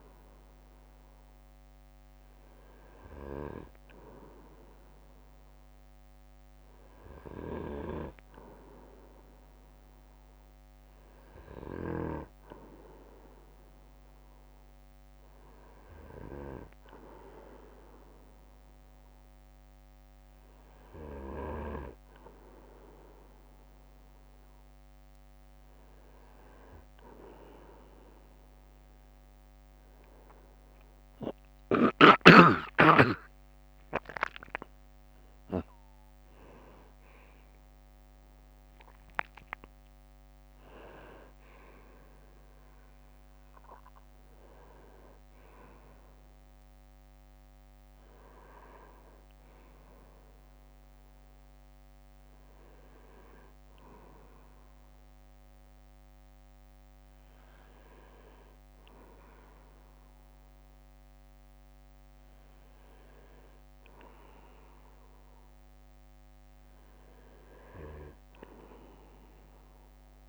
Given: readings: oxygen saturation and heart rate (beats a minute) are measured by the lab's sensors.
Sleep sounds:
breathing in sleep by a microphone on the trachea; none
7.50-9.50 s: bradycardia (device-marked, heart rate 63 before, 58 extreme)
16.50-18.50 s: bradycardia (device-marked, heart rate 63 before, 63 extreme)
33.00-36.50 s: arousal
67.50-69.50 s: bradycardia (device-marked, heart rate 63 before, 61 extreme)
From the record:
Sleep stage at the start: N2 (light sleep); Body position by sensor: on the back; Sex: male

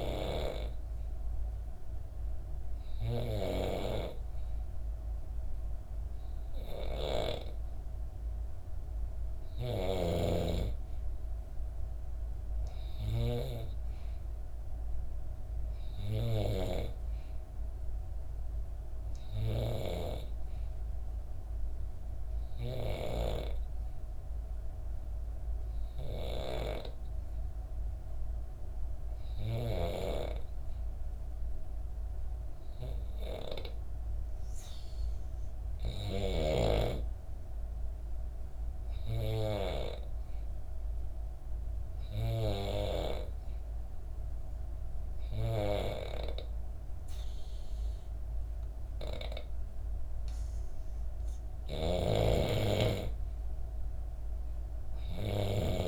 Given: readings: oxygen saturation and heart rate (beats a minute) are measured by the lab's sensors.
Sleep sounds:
breathing in sleep by a room microphone; 1
3.00-13.00 s: snoring (device-marked)
24.00-36.50 s: hypopnea (oxygen 94% before, 91% lowest, heart rate 64 before, 63 extreme, up 2 after)
38.50-41.50 s: arousal
51.00-55.88 s: snoring (device-marked)
From the record:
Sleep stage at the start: N3 (deep sleep); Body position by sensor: on the back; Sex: female

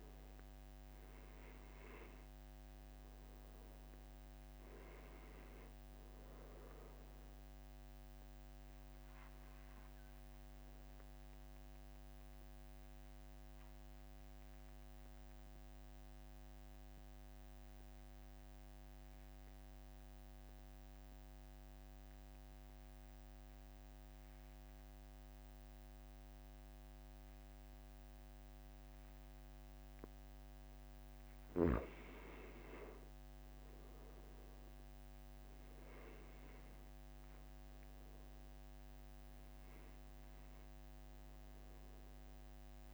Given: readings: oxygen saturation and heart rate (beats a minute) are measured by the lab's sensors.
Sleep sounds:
breathing in sleep, hard to hear, by a microphone on the trachea; 1
0.00-9.00 s: oxygen desaturation (device-marked, oxygen 93% lowest, heart rate 43 extreme)
8.50-30.00 s: obstructive apnea (oxygen 96% before, 91% lowest, heart rate 47 before, 43 extreme, up 4 after)
17.00-28.00 s: oxygen desaturation (device-marked, oxygen 94% before, 91% lowest, heart rate 46 before, 44 extreme)
33.50-37.50 s: arousal
From the record:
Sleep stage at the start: N2 (light sleep); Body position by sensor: on the back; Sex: male

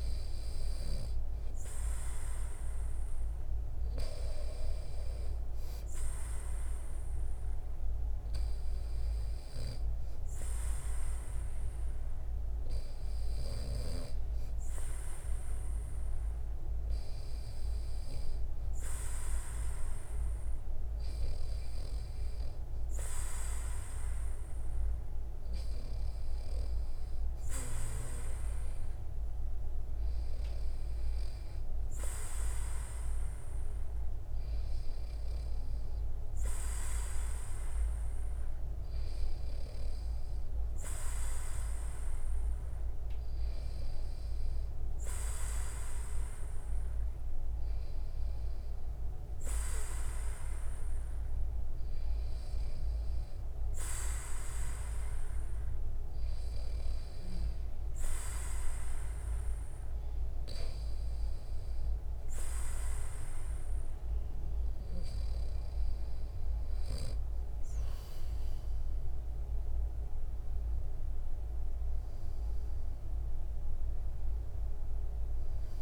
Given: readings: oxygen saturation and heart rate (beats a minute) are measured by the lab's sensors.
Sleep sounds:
breathing in sleep by a room microphone; none
34.50-36.50 s: long interval between heartbeats (device-marked, heart rate 78 before, 75 extreme)
73.50-75.50 s: long interval between heartbeats (device-marked, heart rate 77 before, 81 extreme)
From the record:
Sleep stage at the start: N2 (light sleep); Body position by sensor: on the back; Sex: male

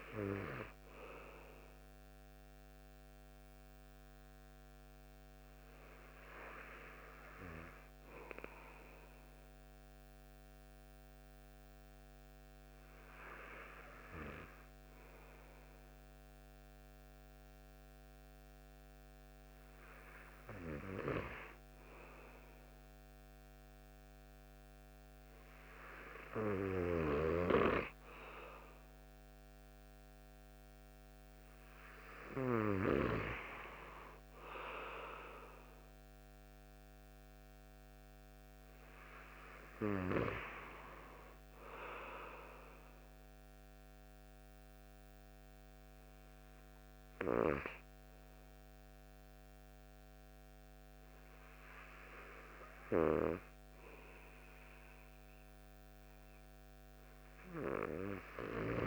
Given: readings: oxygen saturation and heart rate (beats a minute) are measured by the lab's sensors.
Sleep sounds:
breathing in sleep by a microphone on the trachea; 1
0.00-5.50 s: oxygen desaturation (device-marked, oxygen 93% lowest)
3.50-18.00 s: hypopnea (oxygen 97% before, 93% lowest)
20.50-24.50 s: arousal
From the record:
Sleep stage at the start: N2 (light sleep); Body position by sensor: on the right side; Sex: male

